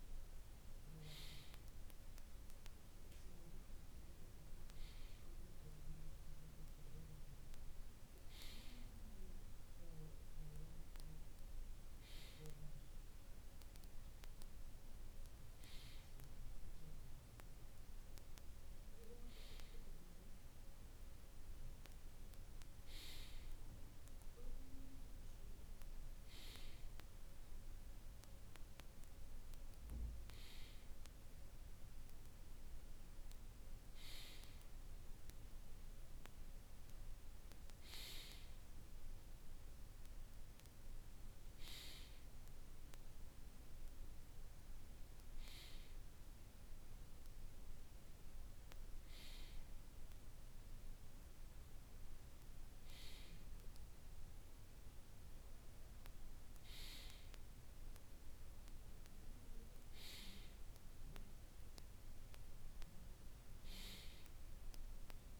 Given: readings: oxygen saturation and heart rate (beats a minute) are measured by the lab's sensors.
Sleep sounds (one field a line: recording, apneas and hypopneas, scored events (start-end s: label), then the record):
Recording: breathing in sleep by a room microphone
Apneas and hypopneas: none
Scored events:
none scored
From the record:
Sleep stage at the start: N2 (light sleep)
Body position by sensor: on the right side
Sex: male